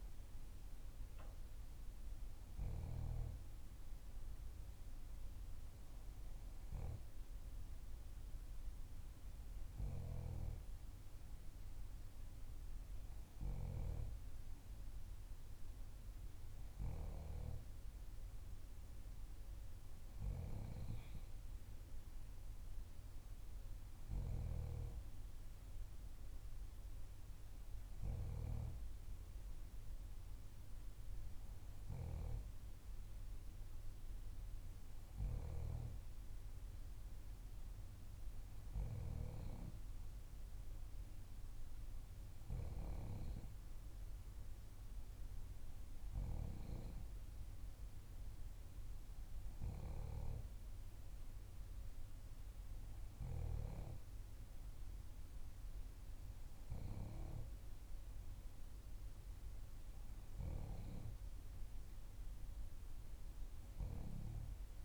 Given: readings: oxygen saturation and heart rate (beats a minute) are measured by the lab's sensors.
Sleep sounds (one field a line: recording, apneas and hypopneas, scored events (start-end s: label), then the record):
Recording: breathing in sleep by a room microphone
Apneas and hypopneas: none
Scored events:
none scored
From the record:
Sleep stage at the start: N3 (deep sleep)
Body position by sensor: on the back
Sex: female